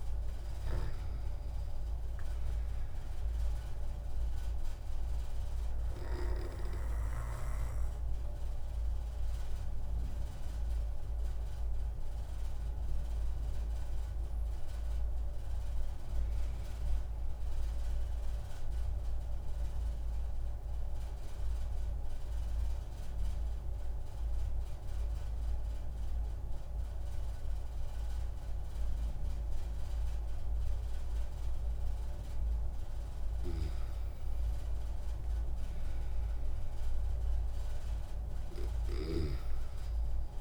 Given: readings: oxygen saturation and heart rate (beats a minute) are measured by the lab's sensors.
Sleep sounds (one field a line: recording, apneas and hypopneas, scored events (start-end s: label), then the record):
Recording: breathing in sleep, hard to hear, by a room microphone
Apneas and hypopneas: 1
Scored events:
0.00-14.00 s: oxygen desaturation (device-marked, oxygen 92% lowest)
18.00-33.00 s: obstructive apnea (oxygen 97% before, 94% lowest)
34.50-38.00 s: arousal
From the record:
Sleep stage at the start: N2 (light sleep)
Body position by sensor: on the back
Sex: male